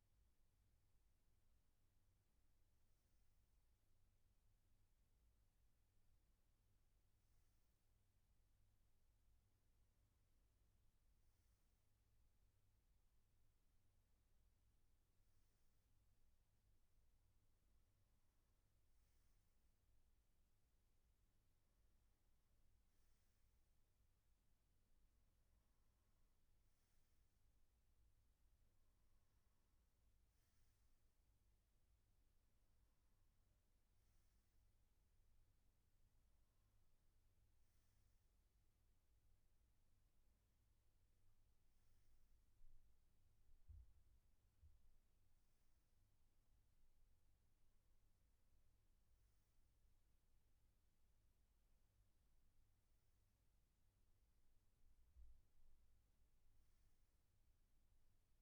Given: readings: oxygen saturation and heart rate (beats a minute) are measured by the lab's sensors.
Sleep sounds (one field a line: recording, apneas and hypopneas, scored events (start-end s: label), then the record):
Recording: breathing in sleep, hard to hear, by a room microphone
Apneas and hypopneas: none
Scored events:
none scored
From the record:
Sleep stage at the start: N2 (light sleep)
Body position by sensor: on the back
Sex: male